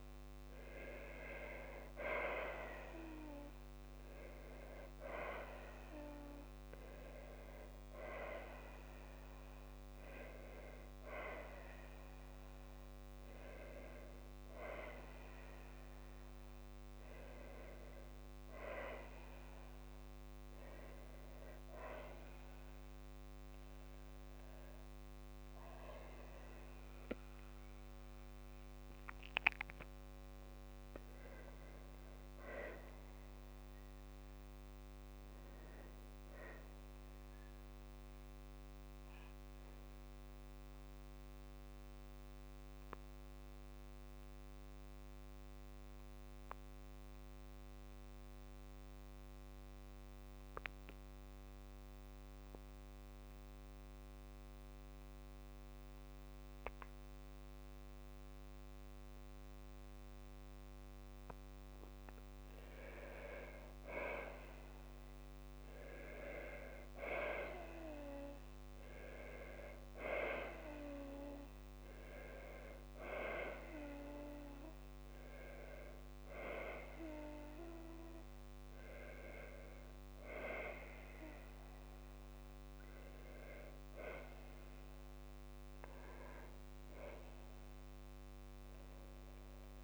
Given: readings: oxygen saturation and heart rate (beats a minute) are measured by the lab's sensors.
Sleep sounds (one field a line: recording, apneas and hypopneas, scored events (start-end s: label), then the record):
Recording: breathing in sleep by a microphone on the trachea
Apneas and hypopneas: 1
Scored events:
0.00-1.50 s: arousal
25.00-29.50 s: arousal
27.50-48.50 s: oxygen desaturation (device-marked, oxygen 96% before, 92% lowest, heart rate 61 before, 54 extreme)
40.00-85.50 s: mixed apnea (oxygen 96% before, 92% lowest, heart rate 61 before, 54 extreme, up 1 after)
From the record:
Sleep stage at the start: N2 (light sleep)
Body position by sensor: on the back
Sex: female